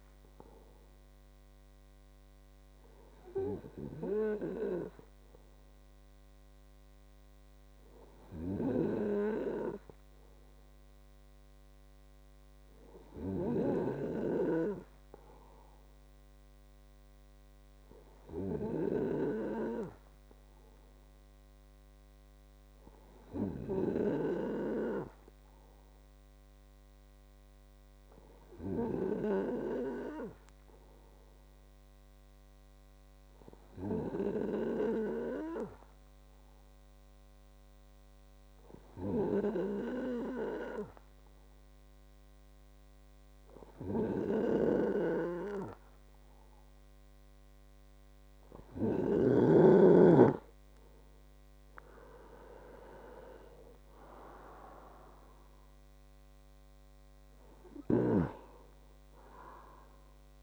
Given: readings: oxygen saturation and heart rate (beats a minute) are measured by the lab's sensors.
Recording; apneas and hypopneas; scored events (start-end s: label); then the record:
breathing in sleep by a microphone on the trachea; 1
26.00-48.00 s: hypopnea (oxygen 97% before, 93% lowest, heart rate 79 before, 28 extreme, up 30 after)
50.50-53.50 s: arousal
From the record:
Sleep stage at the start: N2 (light sleep); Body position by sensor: on the right side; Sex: male